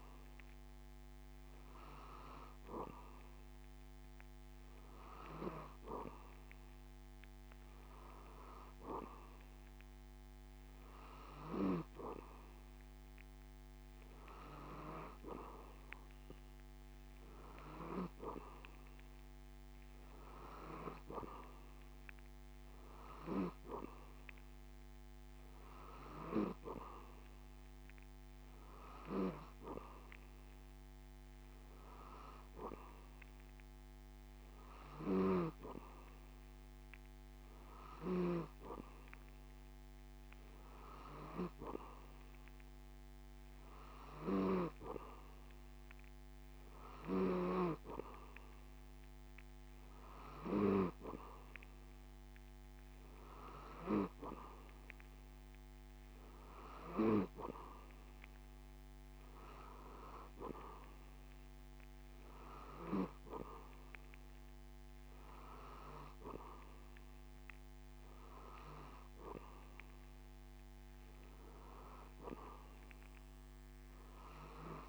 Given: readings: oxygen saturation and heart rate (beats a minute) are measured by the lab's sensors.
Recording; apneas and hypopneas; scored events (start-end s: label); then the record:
breathing in sleep by a microphone on the trachea; none
none scored
From the record:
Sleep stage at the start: N2 (light sleep); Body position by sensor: on the back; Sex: male